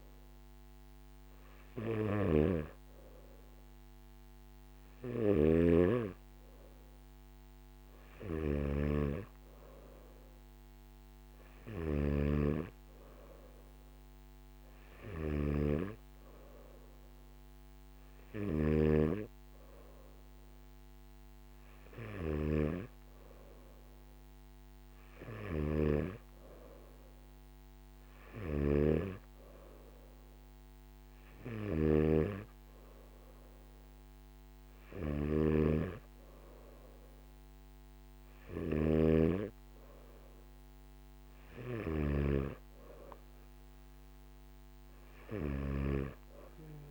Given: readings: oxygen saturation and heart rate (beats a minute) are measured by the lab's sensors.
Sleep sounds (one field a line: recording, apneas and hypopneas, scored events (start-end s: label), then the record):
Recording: breathing in sleep by a microphone on the trachea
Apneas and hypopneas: none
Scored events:
5.00-12.00 s: snoring (device-marked)
28.00-45.50 s: snoring (device-marked)
From the record:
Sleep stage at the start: N2 (light sleep)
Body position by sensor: on the back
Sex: male